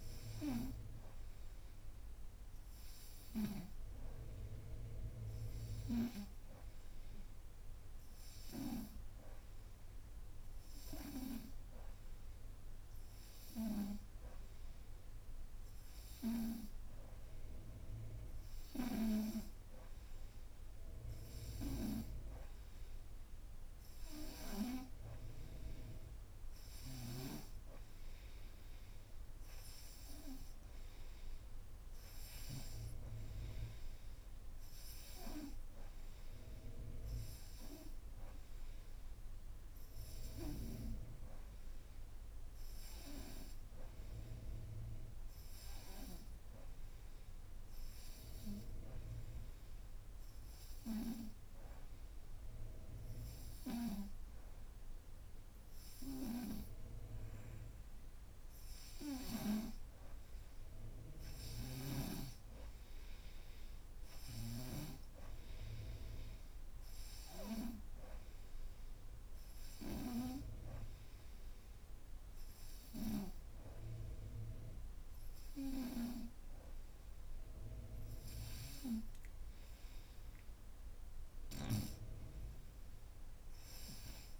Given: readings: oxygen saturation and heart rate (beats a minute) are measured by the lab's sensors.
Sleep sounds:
breathing in sleep by a room microphone; none
none scored
From the record:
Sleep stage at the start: N2 (light sleep); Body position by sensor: upright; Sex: female

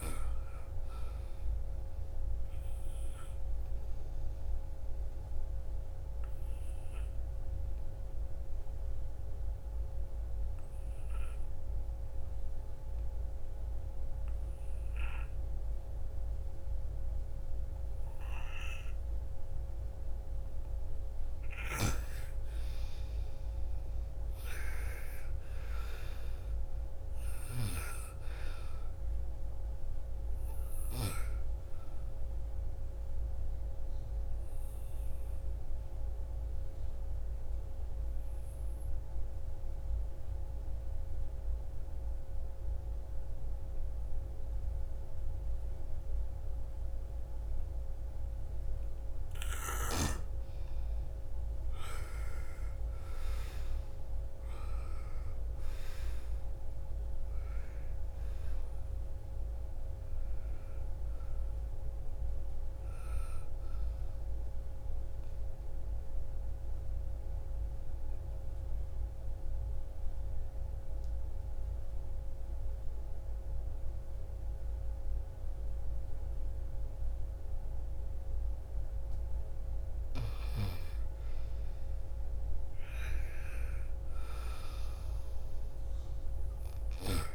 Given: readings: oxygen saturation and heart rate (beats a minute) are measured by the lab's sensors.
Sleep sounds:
breathing in sleep by a room microphone; 3
0.00-12.00 s: oxygen desaturation (device-marked, oxygen 85% lowest, heart rate 54 extreme)
2.50-20.50 s: obstructive apnea (oxygen 98% before, 85% lowest, heart rate 58 before, 54 extreme, up 11 after)
21.00-24.50 s: arousal
27.00-42.00 s: oxygen desaturation (device-marked, oxygen 98% before, 90% lowest, heart rate 56 before, 54 extreme)
33.00-49.00 s: obstructive apnea (oxygen 98% before, 90% lowest, heart rate 60 before, 54 extreme, up 10 after)
50.50-54.00 s: arousal
55.00-68.00 s: oxygen desaturation (device-marked, oxygen 98% before, 90% lowest, heart rate 56 before, 52 extreme)
65.50-78.50 s: obstructive apnea (oxygen 98% before, 88% lowest, heart rate 61 before, 47 extreme, up 9 after)
80.50-83.50 s: arousal
82.00-87.35 s: oxygen desaturation (device-marked, oxygen 98% before, 92% lowest, heart rate 57 before, 47 extreme)
From the record:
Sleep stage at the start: N2 (light sleep); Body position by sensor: on the right side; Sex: female

